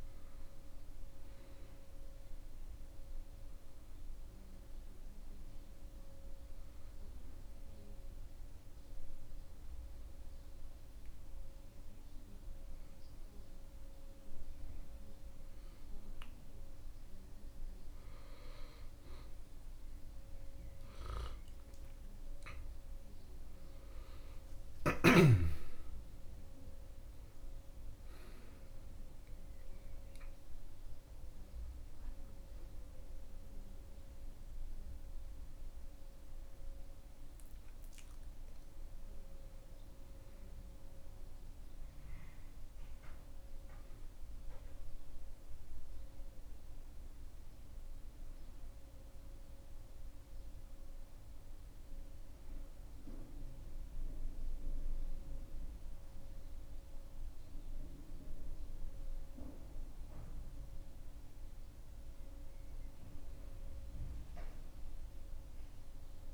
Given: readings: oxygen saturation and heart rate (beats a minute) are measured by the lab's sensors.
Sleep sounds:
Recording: breathing in sleep, hard to hear, by a room microphone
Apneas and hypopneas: 1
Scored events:
0.00-1.50 s: arousal
3.00-25.00 s: oxygen desaturation (device-marked, oxygen 95% before, 92% lowest, heart rate 133 before, 86 extreme)
7.00-18.00 s: obstructive apnea (oxygen 96% before, 92% lowest, heart rate 129 before, 86 extreme, up 14 after)
24.50-29.50 s: arousal
35.00-54.00 s: oxygen desaturation (device-marked, oxygen 96% before, 93% lowest, heart rate 114 before, 85 extreme)
From the record:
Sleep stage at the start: N2 (light sleep)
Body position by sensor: on the back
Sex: male

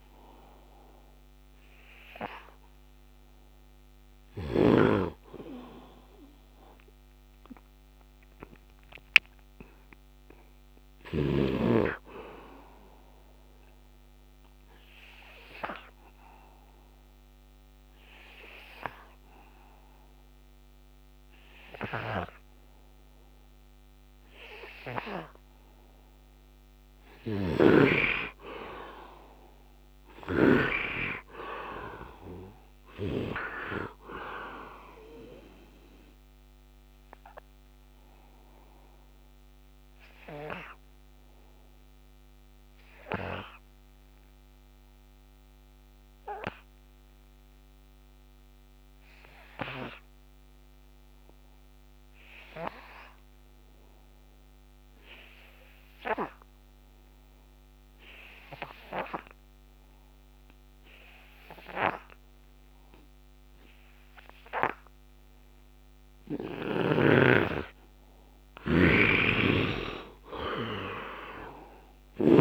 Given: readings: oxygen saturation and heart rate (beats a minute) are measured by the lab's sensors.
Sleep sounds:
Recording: breathing in sleep by a microphone on the trachea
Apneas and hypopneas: 2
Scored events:
0.00-13.50 s: oxygen desaturation (device-marked, oxygen 73% lowest)
0.00-18.50 s: bradycardia (device-marked)
0.50-26.50 s: hypopnea (oxygen 99% before, 73% lowest)
26.50-33.00 s: snoring (device-marked)
27.50-72.41 s: bradycardia (device-marked)
28.50-33.00 s: arousal
29.50-49.50 s: oxygen desaturation (device-marked, oxygen 97% before, 82% lowest)
38.00-66.50 s: obstructive apnea (oxygen 98% before, 74% lowest)
57.50-72.41 s: oxygen desaturation (device-marked, oxygen 99% before, 74% lowest)
68.50-72.00 s: snoring (device-marked)
68.50-72.41 s: arousal
From the record:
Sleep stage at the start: N2 (light sleep)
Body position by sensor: on the right side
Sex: male

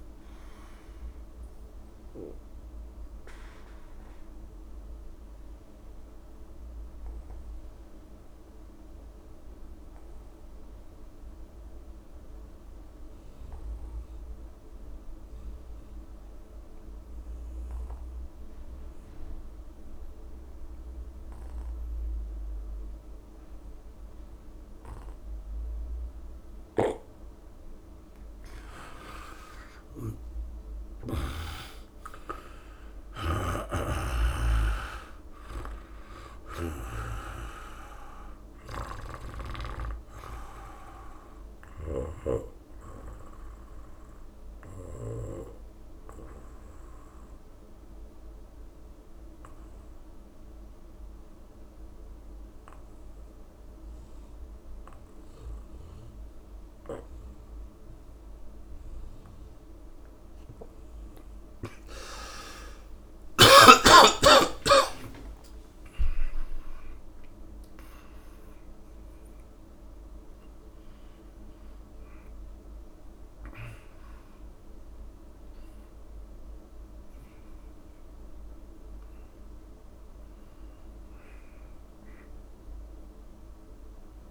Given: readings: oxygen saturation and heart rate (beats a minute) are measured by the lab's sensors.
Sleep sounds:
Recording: breathing in sleep by a room microphone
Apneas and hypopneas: 2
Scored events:
0.00-11.50 s: oxygen desaturation (device-marked, oxygen 91% lowest, heart rate 65 extreme)
2.50-26.00 s: obstructive apnea (oxygen 99% before, 90% lowest, heart rate 70 before, 65 extreme, up 7 after)
26.50-54.50 s: oxygen desaturation (device-marked, oxygen 98% before, 90% lowest)
29.00-34.00 s: arousal
33.00-36.50 s: snoring (device-marked)
38.50-45.00 s: snoring (device-marked)
42.50-59.50 s: obstructive apnea (oxygen 99% before, 90% lowest)
62.00-66.50 s: arousal
64.00-66.00 s: long interval between heartbeats (device-marked, heart rate 70 before, 98 extreme)
70.50-74.50 s: oxygen desaturation (device-marked, oxygen 100% before, 96% lowest, heart rate 81 before, 29 extreme)
79.50-81.50 s: long interval between heartbeats (device-marked, heart rate 68 before, 74 extreme)
82.00-84.00 s: long interval between heartbeats (device-marked, heart rate 69 before, 74 extreme)
From the record:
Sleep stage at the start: N2 (light sleep)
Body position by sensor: on the back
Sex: male

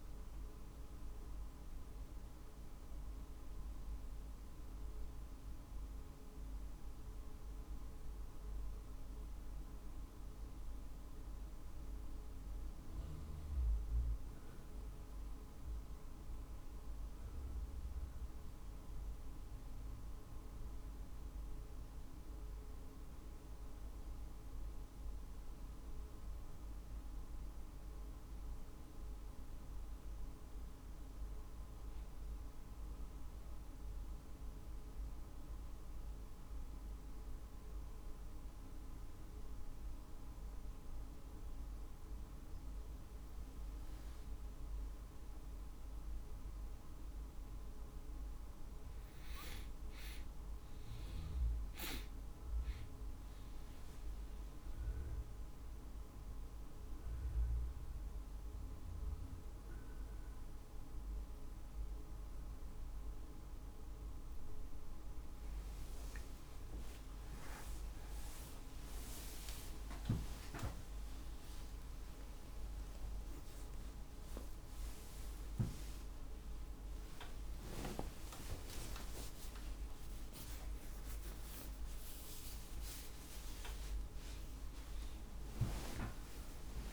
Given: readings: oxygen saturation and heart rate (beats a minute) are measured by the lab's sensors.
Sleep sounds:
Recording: a person awake in a sleep study, by a room microphone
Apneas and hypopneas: none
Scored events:
69.50-81.50 s: tachycardia (device-marked, heart rate 50 before, 158 extreme)
70.50-72.50 s: long interval between heartbeats (device-marked, heart rate 50 before, 77 extreme)
73.00-75.00 s: long interval between heartbeats (device-marked, heart rate 53 before, 103 extreme)
74.50-86.93 s: drop in pulse transit time (device-marked, heart rate 60 before, 77 extreme)
75.00-77.00 s: long interval between heartbeats (device-marked, heart rate 60 before, 129 extreme)
77.50-79.50 s: long interval between heartbeats (device-marked, heart rate 73 before, 142 extreme)
79.50-81.50 s: long interval between heartbeats (device-marked, heart rate 83 before, 136 extreme)
82.00-84.00 s: long interval between heartbeats (device-marked, heart rate 93 before, 129 extreme)
85.00-86.93 s: long interval between heartbeats (device-marked, heart rate 104 before, 98 extreme)
From the record:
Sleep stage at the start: awake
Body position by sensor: on the back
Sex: male

